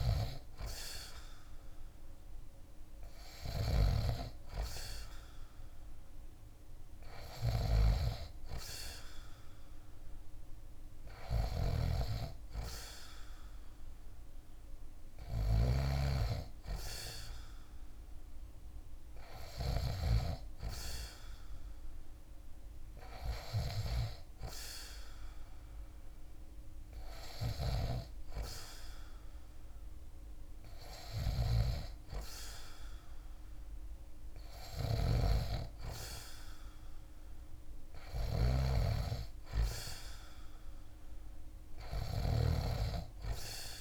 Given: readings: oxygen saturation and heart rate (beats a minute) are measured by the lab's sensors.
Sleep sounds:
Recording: breathing in sleep by a room microphone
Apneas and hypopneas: none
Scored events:
0.00-19.00 s: snoring (device-marked)
34.00-37.50 s: snoring (device-marked)
From the record:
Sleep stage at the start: N2 (light sleep)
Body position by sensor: on the back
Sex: male

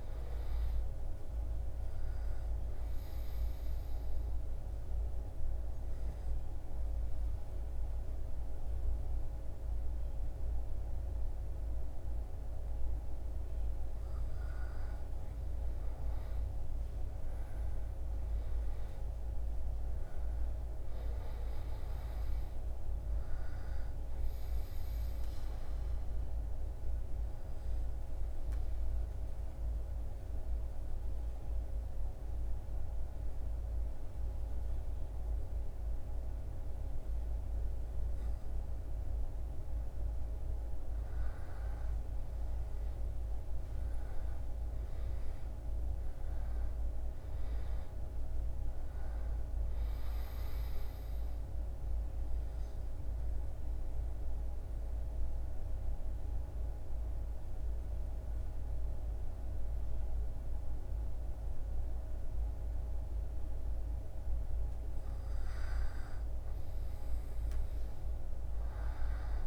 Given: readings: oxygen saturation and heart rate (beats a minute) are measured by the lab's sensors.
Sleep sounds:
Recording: breathing in sleep, hard to hear, by a room microphone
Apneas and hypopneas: 3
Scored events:
0.00-14.50 s: oxygen desaturation (device-marked, oxygen 94% lowest, heart rate 69 extreme)
2.00-12.00 s: obstructive apnea (oxygen 98% before, 94% lowest, heart rate 74 before, 69 extreme, up 7 after)
15.00-20.00 s: arousal
25.50-39.00 s: obstructive apnea (oxygen 98% before, 94% lowest, heart rate 75 before, 69 extreme, up 10 after)
41.00-45.50 s: arousal
51.50-63.50 s: obstructive apnea (oxygen 98% before, 94% lowest, heart rate 75 before, 70 extreme, up 8 after)
66.00-69.47 s: arousal
From the record:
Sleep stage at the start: REM sleep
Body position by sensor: on the back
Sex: male

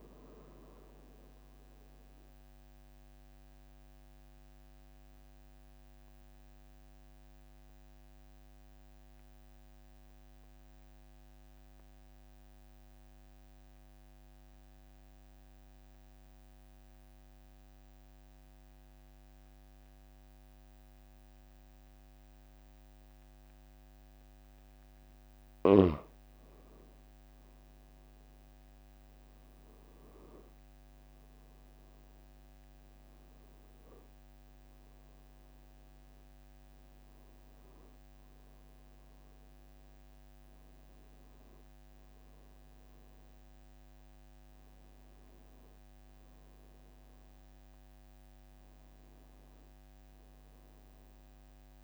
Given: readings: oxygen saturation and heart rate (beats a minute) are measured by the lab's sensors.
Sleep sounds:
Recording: breathing in sleep, hard to hear, by a microphone on the trachea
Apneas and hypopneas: 1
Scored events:
2.50-25.50 s: obstructive apnea (oxygen 96% before, 93% lowest, heart rate 48 before, 44 extreme, up 3 after)
28.50-32.50 s: arousal
From the record:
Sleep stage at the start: N2 (light sleep)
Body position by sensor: on the back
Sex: male

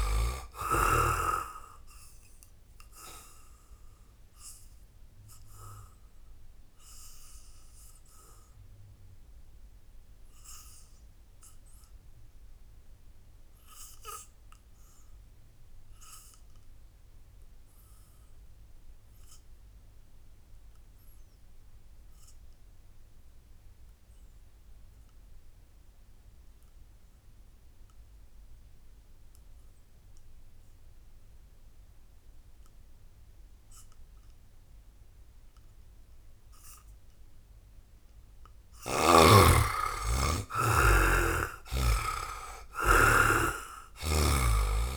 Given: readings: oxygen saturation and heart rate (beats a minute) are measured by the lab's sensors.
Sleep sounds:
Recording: breathing in sleep by a room microphone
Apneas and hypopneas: 1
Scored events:
0.00-17.00 s: oxygen desaturation (device-marked, oxygen 70% lowest, heart rate 59 extreme)
3.00-37.50 s: obstructive apnea (oxygen 99% before, 68% lowest, heart rate 68 before, 59 extreme, up 23 after)
25.00-44.97 s: oxygen desaturation (device-marked, oxygen 98% before, 68% lowest, heart rate 82 before, 57 extreme)
39.00-42.00 s: arousal
From the record:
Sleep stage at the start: N2 (light sleep)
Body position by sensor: on the back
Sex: male

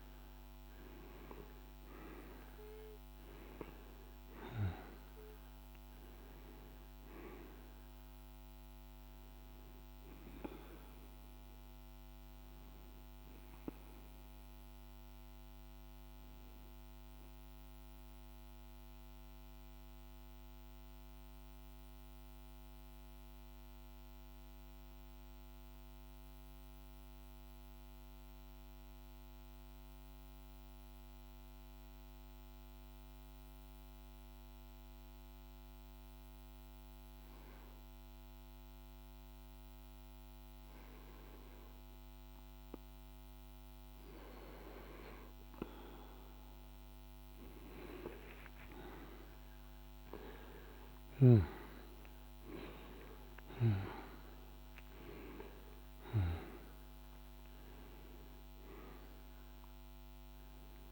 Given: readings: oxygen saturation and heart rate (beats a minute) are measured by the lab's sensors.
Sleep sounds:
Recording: breathing in sleep by a microphone on the trachea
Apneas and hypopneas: 1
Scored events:
0.00-21.50 s: oxygen desaturation (device-marked, oxygen 90% lowest, heart rate 49 extreme)
16.50-43.00 s: mixed apnea (oxygen 97% before, 91% lowest, heart rate 55 before, 49 extreme, up 4 after)
43.50-60.92 s: oxygen desaturation (device-marked, oxygen 98% before, 91% lowest, heart rate 50 before, 50 extreme)
46.50-51.00 s: arousal
From the record:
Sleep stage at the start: N2 (light sleep)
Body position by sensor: on the right side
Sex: male

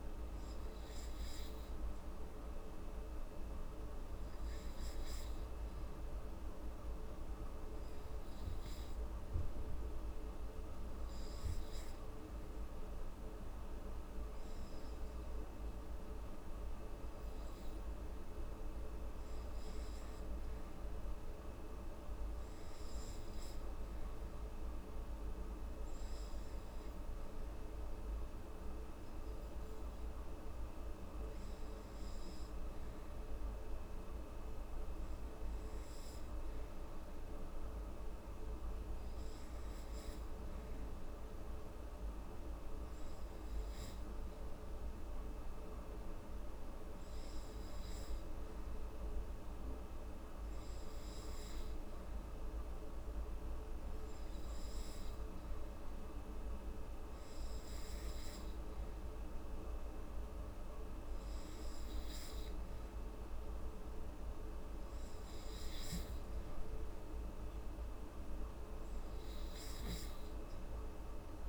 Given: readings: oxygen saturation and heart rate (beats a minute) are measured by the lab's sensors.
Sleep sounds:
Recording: breathing in sleep, hard to hear, by a room microphone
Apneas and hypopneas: 2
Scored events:
0.00-13.50 s: oxygen desaturation (device-marked, oxygen 94% lowest, heart rate 69 extreme)
4.00-17.00 s: hypopnea (oxygen 98% before, 93% lowest, heart rate 71 before, 69 extreme, up 2 after)
19.50-23.50 s: arousal
39.50-53.00 s: hypopnea (oxygen 95% before, 93% lowest, heart rate 71 before, 70 extreme, up 1 after)
56.50-59.50 s: arousal
From the record:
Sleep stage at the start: N2 (light sleep)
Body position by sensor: on the back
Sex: female

